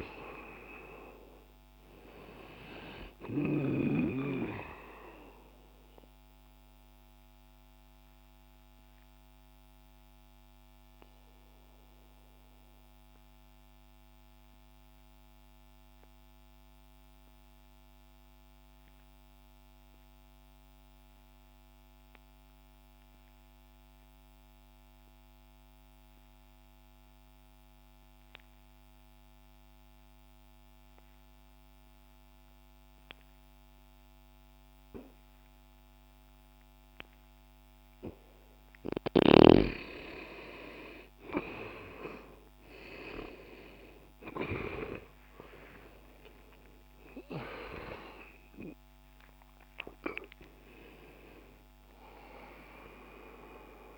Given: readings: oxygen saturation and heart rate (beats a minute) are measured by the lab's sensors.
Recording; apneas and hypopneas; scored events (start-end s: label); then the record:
breathing in sleep by a microphone on the trachea; 1
0.00-7.50 s: oxygen desaturation (device-marked, oxygen 87% lowest, heart rate 60 extreme)
5.50-38.50 s: obstructive apnea (oxygen 96% before, 82% lowest, heart rate 60 before, 59 extreme, up 0 after)
13.50-25.50 s: oxygen desaturation (device-marked, oxygen 88% before, 82% lowest, heart rate 60 before, 60 extreme)
38.50-53.98 s: oxygen desaturation (device-marked, oxygen 97% before, 90% lowest, heart rate 60 before, 59 extreme)
43.00-49.00 s: arousal
From the record:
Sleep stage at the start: N2 (light sleep); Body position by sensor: on the left side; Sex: male